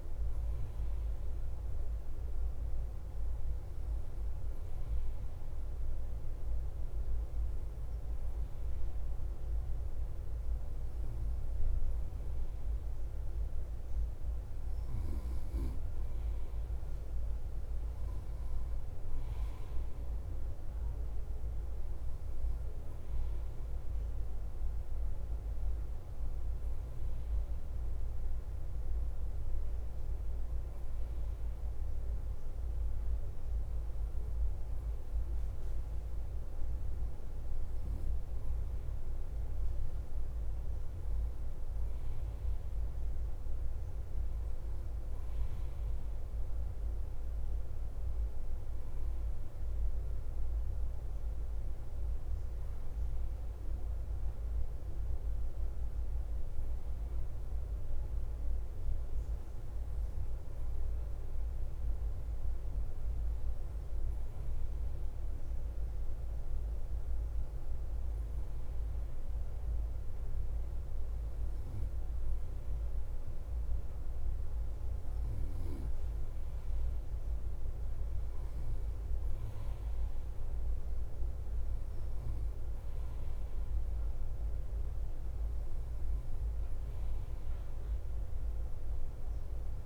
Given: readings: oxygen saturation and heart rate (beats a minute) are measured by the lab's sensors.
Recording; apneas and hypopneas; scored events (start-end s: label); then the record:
breathing in sleep, hard to hear, by a room microphone; none
0.00-19.00 s: bradycardia (device-marked, heart rate 45 extreme)
10.00-89.86 s: new sleep stage, N3 (deep sleep)
25.00-89.86 s: bradycardia (device-marked, heart rate 52 before, 47 extreme)
From the record:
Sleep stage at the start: N2 (light sleep); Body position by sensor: on the right side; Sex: male